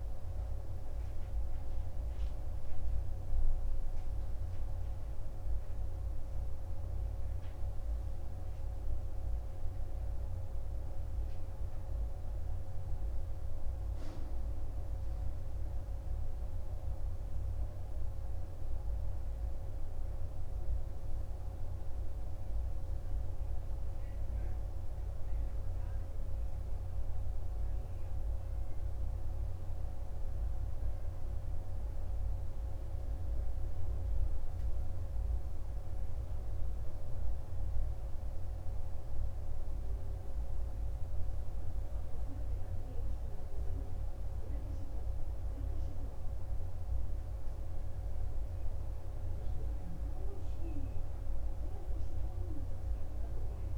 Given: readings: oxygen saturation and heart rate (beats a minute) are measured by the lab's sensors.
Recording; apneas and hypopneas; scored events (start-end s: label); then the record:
breathing in sleep, hard to hear, by a room microphone; none
none scored
From the record:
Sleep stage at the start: N2 (light sleep); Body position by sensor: on the right side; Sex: male